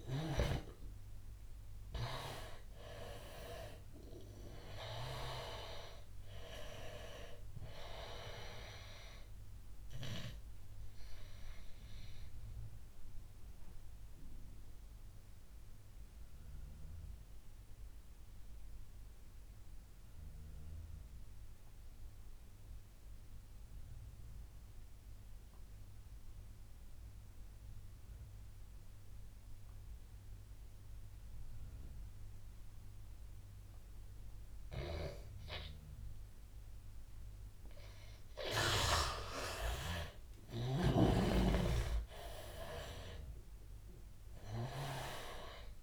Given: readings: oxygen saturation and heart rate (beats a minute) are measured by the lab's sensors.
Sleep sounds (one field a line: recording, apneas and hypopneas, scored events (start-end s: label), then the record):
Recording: breathing in sleep by a room microphone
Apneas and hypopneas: 1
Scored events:
0.00-2.50 s: arousal
0.00-22.00 s: oxygen desaturation (device-marked, oxygen 81% lowest, heart rate 83 extreme)
10.00-37.50 s: obstructive apnea (oxygen 98% before, 81% lowest, heart rate 88 before, 83 extreme, up 8 after)
30.00-45.83 s: oxygen desaturation (device-marked, oxygen 99% before, 83% lowest, heart rate 85 before, 74 extreme)
39.50-43.50 s: arousal
From the record:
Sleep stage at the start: N2 (light sleep)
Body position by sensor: on the back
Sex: male